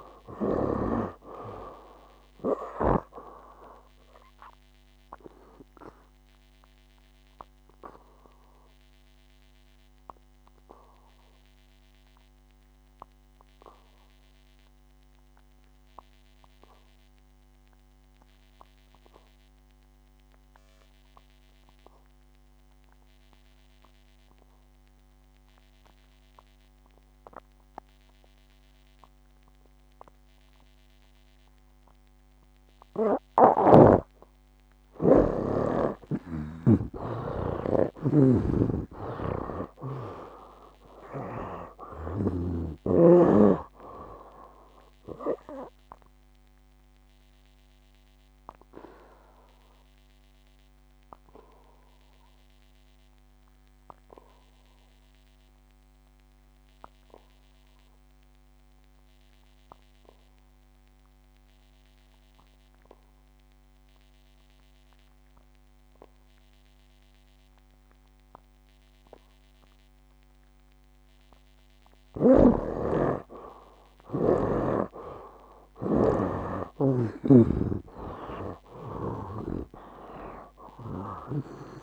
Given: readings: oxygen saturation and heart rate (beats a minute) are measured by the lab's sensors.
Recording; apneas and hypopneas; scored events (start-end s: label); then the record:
breathing in sleep by a microphone on the trachea; 2
0.00-29.50 s: oxygen desaturation (device-marked, oxygen 69% lowest, heart rate 57 extreme)
5.50-34.00 s: obstructive apnea (oxygen 97% before, 69% lowest, heart rate 69 before, 57 extreme, up 20 after)
33.50-43.00 s: snoring (device-marked)
37.50-42.50 s: arousal
42.50-68.50 s: oxygen desaturation (device-marked, oxygen 91% before, 70% lowest, heart rate 64 before, 59 extreme)
46.50-71.50 s: obstructive apnea (oxygen 91% before, 70% lowest, heart rate 69 before, 59 extreme, up 13 after)
72.50-76.50 s: snoring (device-marked)
75.00-79.00 s: arousal
From the record:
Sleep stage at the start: N2 (light sleep); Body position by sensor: on the back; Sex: male